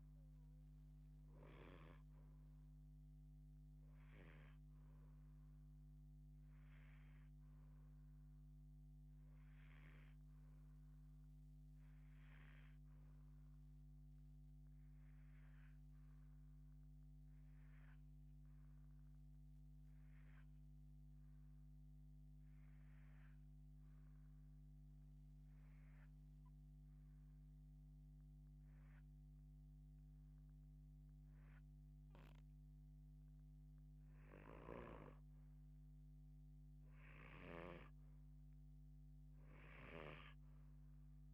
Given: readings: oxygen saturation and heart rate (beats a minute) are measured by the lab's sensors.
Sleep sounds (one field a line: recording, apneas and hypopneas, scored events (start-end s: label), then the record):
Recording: breathing in sleep by a microphone on the trachea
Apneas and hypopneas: 1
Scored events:
0.00-22.00 s: oxygen desaturation (device-marked, oxygen 82% lowest)
13.50-31.50 s: hypopnea (oxygen 86% before, 80% lowest)
33.00-41.34 s: oxygen desaturation (device-marked, oxygen 91% before, 82% lowest, heart rate 123 before, 88 extreme)
35.00-39.00 s: arousal
From the record:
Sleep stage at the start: N2 (light sleep)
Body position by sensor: on the left side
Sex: female